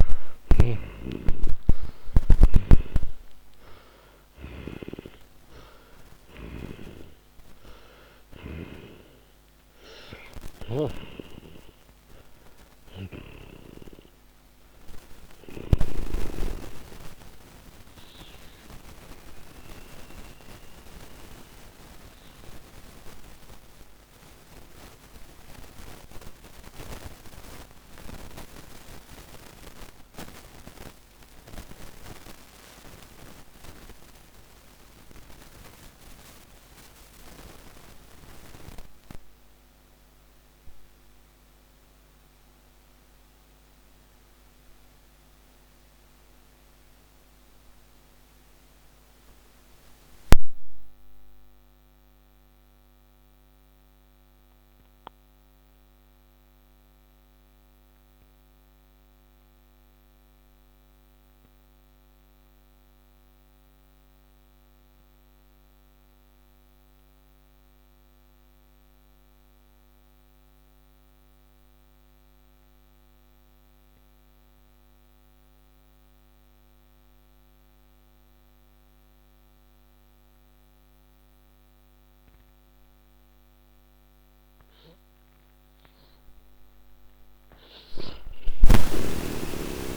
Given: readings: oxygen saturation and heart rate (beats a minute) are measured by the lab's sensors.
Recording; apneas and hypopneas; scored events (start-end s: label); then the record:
breathing in sleep by a microphone on the trachea; 1
0.00-1.50 s: oxygen desaturation (device-marked, oxygen 95% lowest, heart rate 99 extreme)
0.50-8.00 s: snoring (device-marked)
9.50-46.50 s: oxygen desaturation (device-marked, oxygen 98% before, 82% lowest, heart rate 135 before, 87 extreme)
10.00-15.00 s: snoring (device-marked)
17.50-85.50 s: mixed apnea (oxygen 98% before, 79% lowest, heart rate 121 before, 85 extreme, up 34 after)
71.50-89.97 s: oxygen desaturation (device-marked, oxygen 98% before, 79% lowest, heart rate 151 before, 85 extreme)
87.00-89.97 s: snoring (device-marked)
88.50-89.97 s: arousal
From the record:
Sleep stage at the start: N2 (light sleep); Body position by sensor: on the back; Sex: male